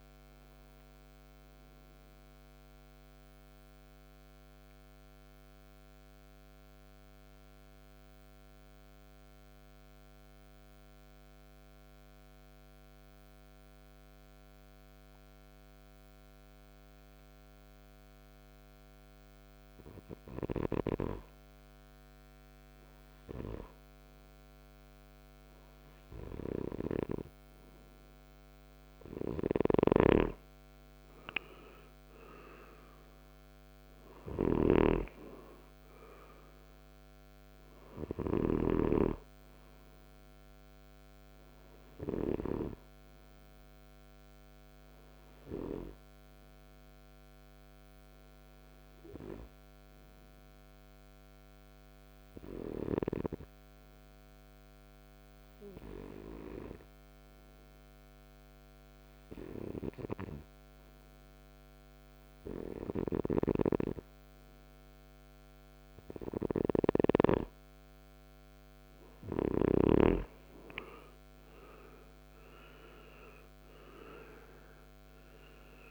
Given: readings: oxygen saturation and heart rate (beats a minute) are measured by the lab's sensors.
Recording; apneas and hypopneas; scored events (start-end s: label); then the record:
breathing in sleep by a microphone on the trachea; 2
0.00-14.00 s: oxygen desaturation (device-marked, oxygen 86% lowest, heart rate 51 extreme)
3.00-20.50 s: obstructive apnea (oxygen 99% before, 86% lowest, heart rate 69 before, 51 extreme, up 7 after)
22.50-25.50 s: arousal
30.00-54.00 s: oxygen desaturation (device-marked, oxygen 98% before, 92% lowest, heart rate 55 before, 56 extreme)
48.50-67.00 s: hypopnea (oxygen 99% before, 91% lowest, heart rate 61 before, 55 extreme, up 17 after)
69.00-75.91 s: oxygen desaturation (device-marked, oxygen 96% before, 91% lowest, heart rate 57 before, 54 extreme)
70.50-75.00 s: arousal
From the record:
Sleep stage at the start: N2 (light sleep); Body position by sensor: on the right side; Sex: male